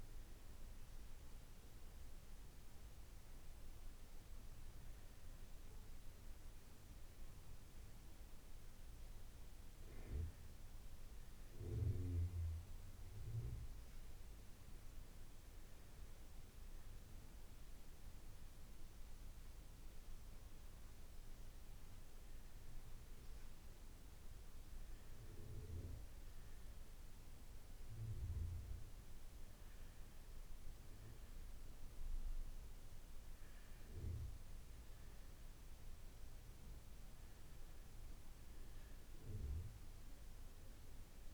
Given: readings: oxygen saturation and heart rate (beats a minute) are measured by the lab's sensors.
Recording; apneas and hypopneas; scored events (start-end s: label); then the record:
breathing in sleep, hard to hear, by a room microphone; none
none scored
From the record:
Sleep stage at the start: N2 (light sleep); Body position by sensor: on the back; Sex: male